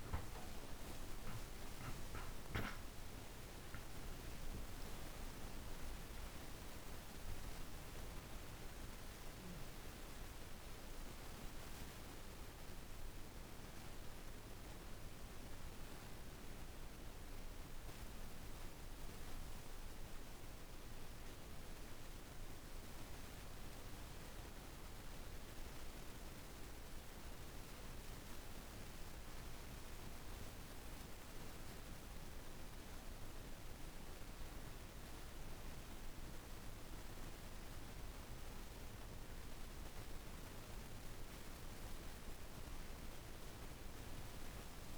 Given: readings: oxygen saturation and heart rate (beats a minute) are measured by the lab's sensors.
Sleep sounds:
breathing in sleep, hard to hear, by a room microphone; none
0.00-14.00 s: oxygen desaturation (device-marked, oxygen 90% lowest, heart rate 54 extreme)
7.00-44.98 s: new sleep stage, N1 (lightest sleep)
From the record:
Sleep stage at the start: N2 (light sleep); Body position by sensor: on the back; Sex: female

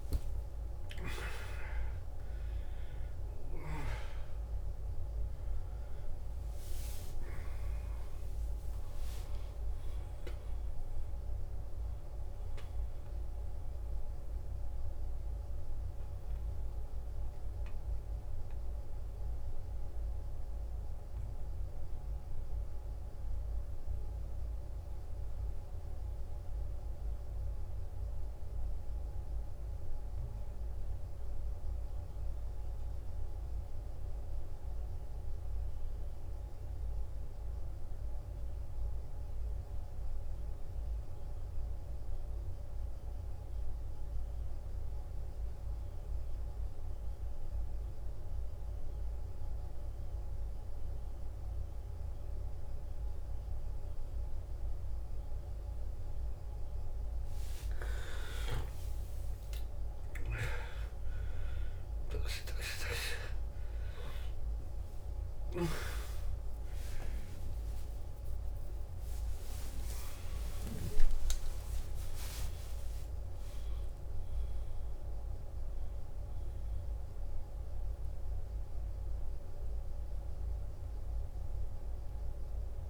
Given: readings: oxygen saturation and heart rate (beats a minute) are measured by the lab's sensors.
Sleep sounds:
breathing in sleep by a room microphone; 1
0.00-24.00 s: oxygen desaturation (device-marked, oxygen 87% lowest, heart rate 53 extreme)
15.00-56.50 s: mixed apnea (oxygen 96% before, 86% lowest, heart rate 69 before, 53 extreme, up 13 after)
19.00-82.90 s: new sleep stage, N2 (light sleep)
46.00-82.90 s: oxygen desaturation (device-marked, oxygen 98% before, 86% lowest, heart rate 55 before, 57 extreme)
58.50-63.50 s: arousal
From the record:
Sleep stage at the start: N1 (lightest sleep); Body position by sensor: on the back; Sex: male

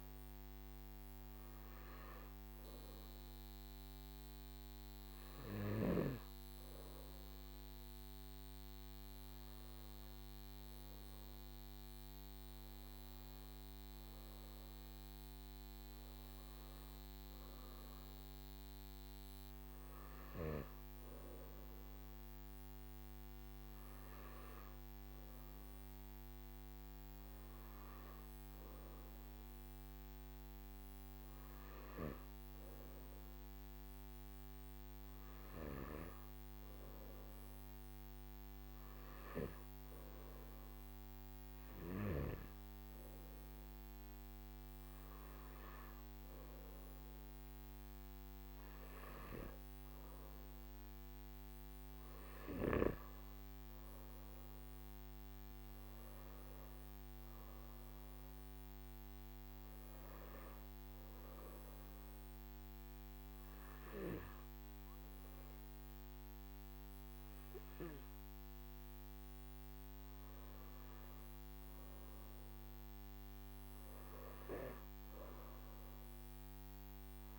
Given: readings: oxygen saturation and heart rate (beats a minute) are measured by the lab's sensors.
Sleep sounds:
breathing in sleep by a microphone on the trachea; none
35.00-77.39 s: new sleep stage, N1 (lightest sleep)
From the record:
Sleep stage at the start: N2 (light sleep); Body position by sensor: on the back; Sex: male

